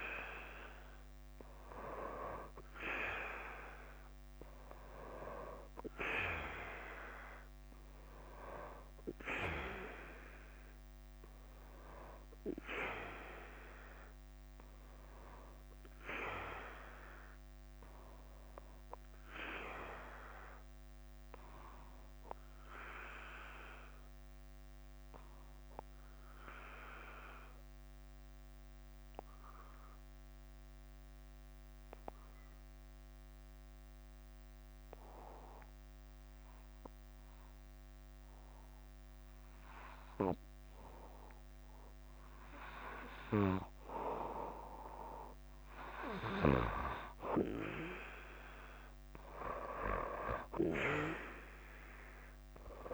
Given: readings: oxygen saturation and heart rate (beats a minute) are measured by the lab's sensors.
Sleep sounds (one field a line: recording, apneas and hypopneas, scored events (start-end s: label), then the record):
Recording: breathing in sleep by a microphone on the trachea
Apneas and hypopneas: 1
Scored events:
0.00-3.00 s: arousal
0.00-52.50 s: bradycardia (device-marked, heart rate 46 extreme)
23.50-42.00 s: obstructive apnea (oxygen 99% before, 94% lowest, heart rate 52 before, 46 extreme, up 6 after)
From the record:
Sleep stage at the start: N2 (light sleep)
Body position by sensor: on the back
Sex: male